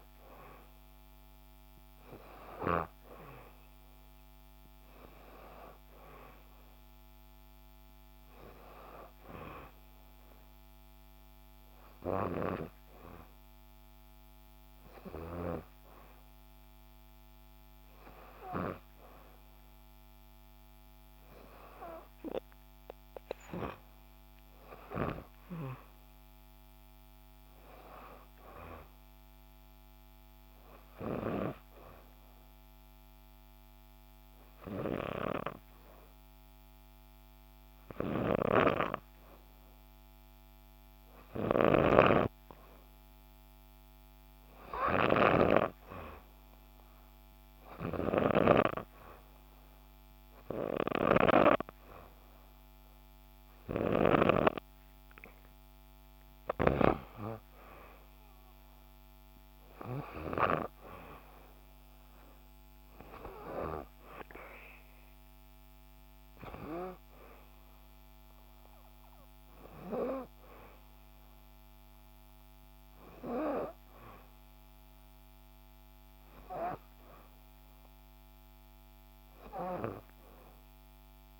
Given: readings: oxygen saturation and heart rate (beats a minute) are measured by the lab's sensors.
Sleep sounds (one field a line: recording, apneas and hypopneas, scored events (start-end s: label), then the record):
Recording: breathing in sleep by a microphone on the trachea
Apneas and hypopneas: 1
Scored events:
0.00-1.50 s: arousal
21.50-25.50 s: arousal
29.00-40.00 s: obstructive apnea (oxygen 95% before, 91% lowest, heart rate 65 before, 66 extreme, up 0 after)
42.00-61.00 s: oxygen desaturation (device-marked, oxygen 94% before, 91% lowest, heart rate 66 before, 65 extreme)
42.50-46.50 s: arousal
From the record:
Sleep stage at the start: N2 (light sleep)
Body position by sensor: on the back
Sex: female